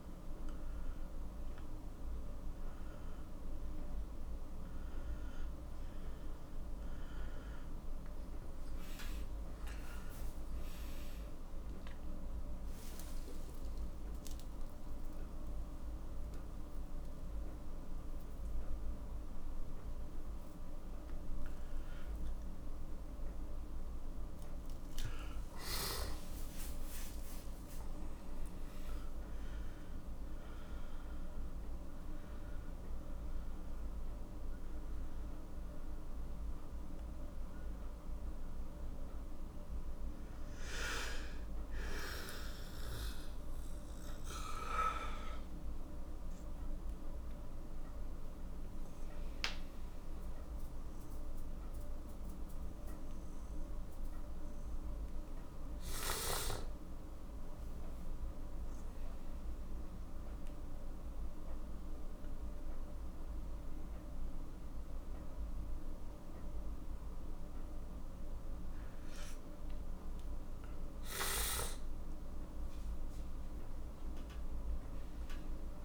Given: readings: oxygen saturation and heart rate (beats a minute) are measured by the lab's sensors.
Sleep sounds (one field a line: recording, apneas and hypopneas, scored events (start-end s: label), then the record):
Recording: a person awake in a sleep study, by a room microphone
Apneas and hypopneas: none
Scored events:
4.50-20.50 s: oxygen desaturation (device-marked, oxygen 96% before, 92% lowest, heart rate 66 before, 59 extreme)
9.50-69.50 s: new sleep stage, awake
69.50-75.84 s: new sleep stage, N1 (lightest sleep)
From the record:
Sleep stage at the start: N1 (lightest sleep)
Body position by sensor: on the back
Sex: male